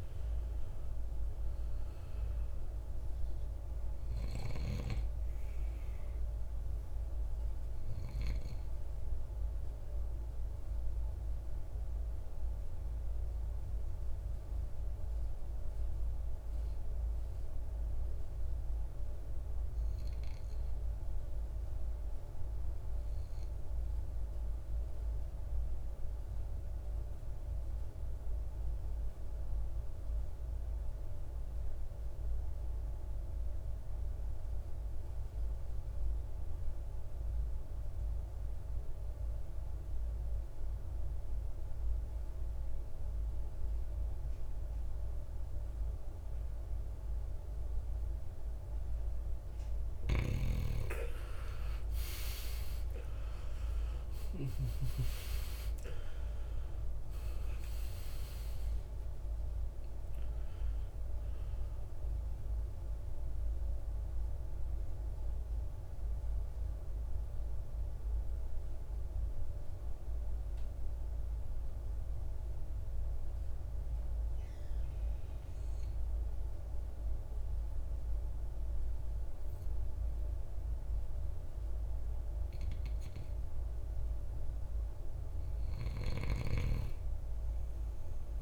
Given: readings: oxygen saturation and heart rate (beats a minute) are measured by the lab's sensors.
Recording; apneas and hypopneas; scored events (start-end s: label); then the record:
breathing in sleep, hard to hear, by a room microphone; 2
10.00-48.50 s: obstructive apnea (oxygen 95% before, 83% lowest, heart rate 67 before, 54 extreme, up 20 after)
35.50-78.50 s: oxygen desaturation (device-marked, oxygen 98% before, 83% lowest, heart rate 56 before, 55 extreme)
49.00-54.00 s: snoring (device-marked)
51.00-55.50 s: arousal
61.50-84.00 s: mixed apnea (oxygen 97% before, 83% lowest, heart rate 70 before, 55 extreme, up 7 after)
85.00-88.42 s: arousal
85.00-88.42 s: snoring (device-marked)
From the record:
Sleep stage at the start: N2 (light sleep); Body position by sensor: on the right side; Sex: male